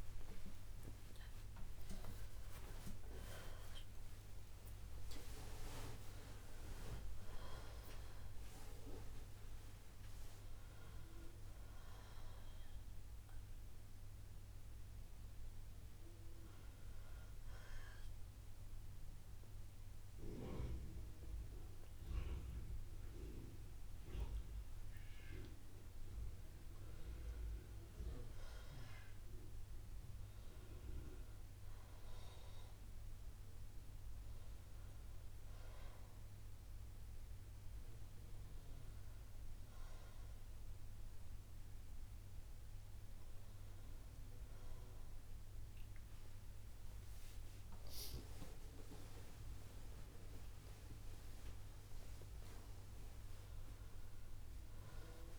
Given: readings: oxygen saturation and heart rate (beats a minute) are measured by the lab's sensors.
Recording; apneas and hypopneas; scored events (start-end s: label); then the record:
breathing in sleep by a room microphone; 1
9.00-19.00 s: oxygen desaturation (device-marked, oxygen 96% before, 91% lowest, heart rate 75 before, 62 extreme)
17.50-27.50 s: hypopnea (oxygen 96% before, 88% lowest, heart rate 76 before, 61 extreme, up 2 after)
30.00-33.50 s: arousal
31.00-44.00 s: oxygen desaturation (device-marked, oxygen 95% before, 88% lowest, heart rate 64 before, 61 extreme)
From the record:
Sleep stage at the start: N2 (light sleep); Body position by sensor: on the right side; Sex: female